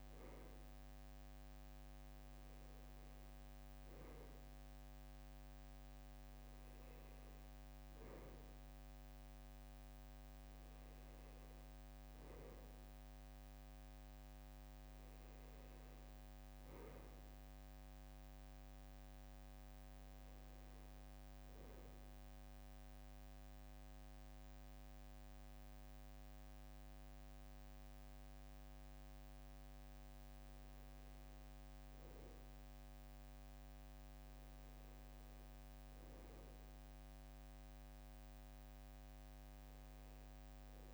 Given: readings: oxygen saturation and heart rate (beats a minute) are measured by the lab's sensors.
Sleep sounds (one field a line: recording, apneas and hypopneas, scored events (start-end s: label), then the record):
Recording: a person awake in a sleep study, hard to hear, by a microphone on the trachea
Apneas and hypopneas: none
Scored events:
none scored
From the record:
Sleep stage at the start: awake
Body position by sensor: on the right side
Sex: male